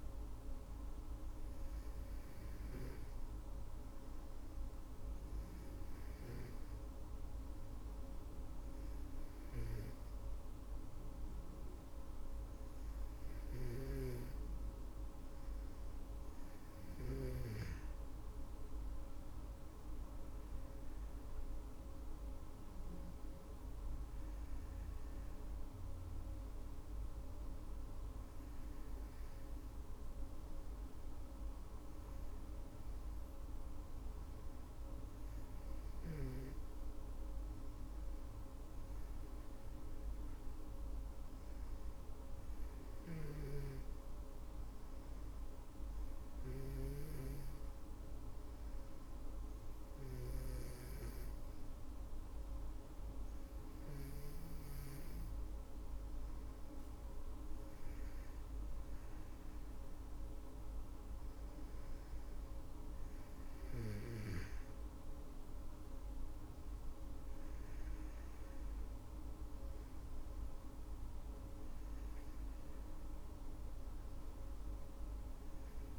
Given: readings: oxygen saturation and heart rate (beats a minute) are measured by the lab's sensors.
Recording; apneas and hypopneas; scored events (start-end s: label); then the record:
breathing in sleep, hard to hear, by a room microphone; 1
34.50-39.00 s: arousal
42.50-56.50 s: hypopnea (oxygen 98% before, 96% lowest, heart rate 60 before, 53 extreme, up 16 after)
58.00-62.50 s: arousal
From the record:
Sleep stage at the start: N2 (light sleep); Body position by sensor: on the back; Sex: female